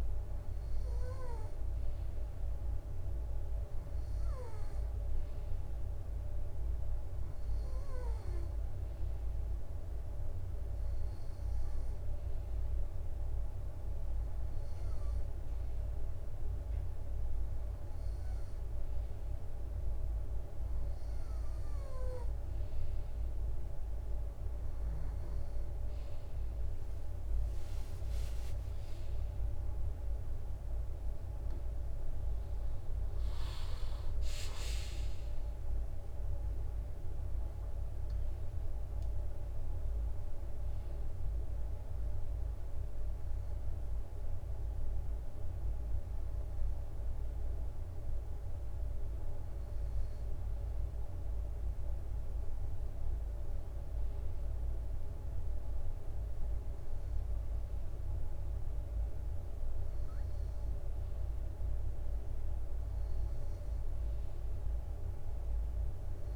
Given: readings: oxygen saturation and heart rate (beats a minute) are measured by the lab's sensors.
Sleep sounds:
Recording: breathing in sleep, hard to hear, by a room microphone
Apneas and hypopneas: none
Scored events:
26.50-31.00 s: arousal
29.00-44.00 s: drop in pulse transit time (device-marked, heart rate 65 before, 66 extreme)
65.00-66.36 s: drop in pulse transit time (device-marked, heart rate 63 before, 63 extreme)
From the record:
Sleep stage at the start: N2 (light sleep)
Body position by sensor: on the right side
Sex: male

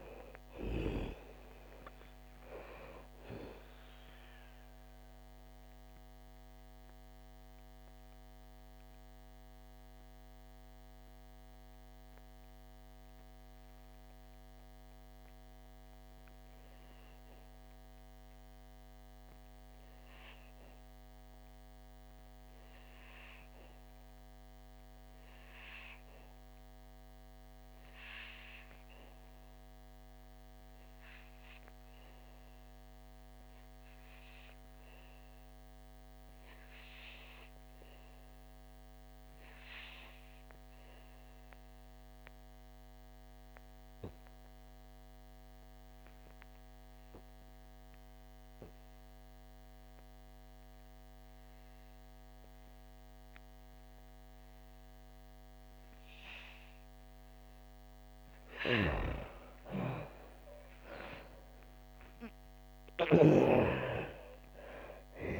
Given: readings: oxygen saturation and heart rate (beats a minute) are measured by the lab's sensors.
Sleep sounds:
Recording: breathing in sleep by a microphone on the trachea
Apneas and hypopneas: 1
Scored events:
0.00-26.00 s: oxygen desaturation (device-marked, oxygen 75% lowest, heart rate 47 extreme)
5.50-58.00 s: mixed apnea (oxygen 98% before, 65% lowest, heart rate 59 before, 51 extreme, up 37 after)
32.00-65.40 s: oxygen desaturation (device-marked, oxygen 98% before, 65% lowest, heart rate 62 before, 51 extreme)
59.50-64.00 s: arousal
From the record:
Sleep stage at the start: N2 (light sleep)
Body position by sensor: on the back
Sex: female

